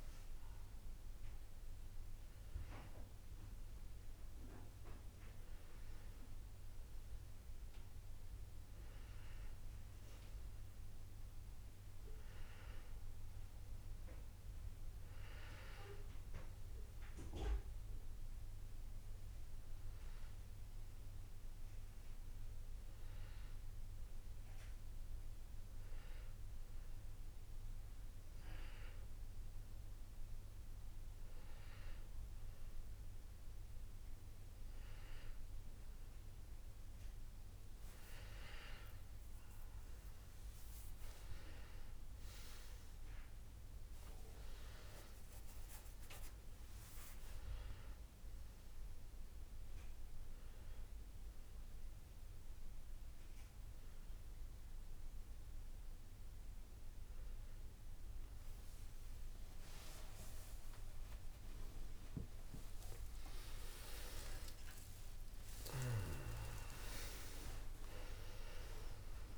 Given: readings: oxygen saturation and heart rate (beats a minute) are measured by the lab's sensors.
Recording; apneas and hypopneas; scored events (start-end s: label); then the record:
breathing in sleep by a room microphone; none
60.50-66.00 s: arousal
From the record:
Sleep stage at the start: N1 (lightest sleep); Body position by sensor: on the back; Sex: male